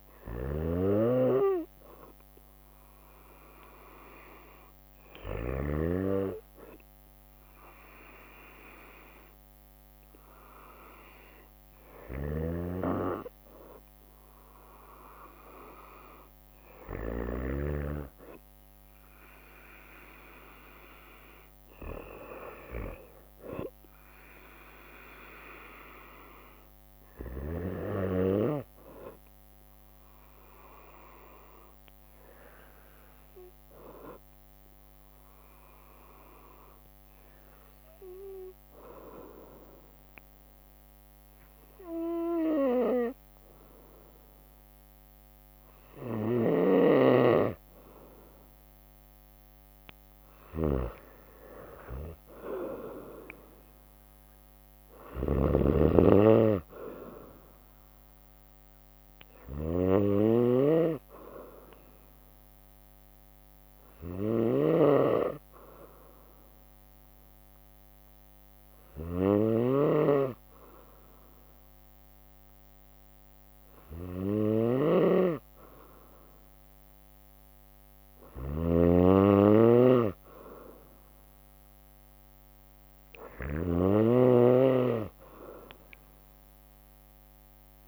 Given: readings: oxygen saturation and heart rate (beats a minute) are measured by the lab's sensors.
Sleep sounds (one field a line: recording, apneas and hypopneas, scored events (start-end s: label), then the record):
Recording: breathing in sleep by a microphone on the trachea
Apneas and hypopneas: 2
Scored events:
0.00-5.50 s: snoring (device-marked)
0.00-7.00 s: drop in pulse transit time (device-marked, heart rate 60 extreme)
11.50-17.00 s: snoring (device-marked)
26.00-29.50 s: arousal
31.00-34.00 s: bradycardia (device-marked, heart rate 61 before, 60 extreme)
34.00-46.50 s: hypopnea (oxygen 96% before, 93% lowest, heart rate 63 before, 59 extreme, up 0 after)
45.00-50.00 s: bradycardia (device-marked, heart rate 61 before, 59 extreme)
45.50-87.88 s: snoring (device-marked)
49.50-53.50 s: arousal
50.00-62.00 s: drop in pulse transit time (device-marked, heart rate 60 before, 59 extreme)
61.50-74.00 s: hypopnea (oxygen 96% before, 93% lowest, heart rate 60 before, 60 extreme, up 1 after)
74.50-78.50 s: arousal
From the record:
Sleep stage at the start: N2 (light sleep)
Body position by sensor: on the right side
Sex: female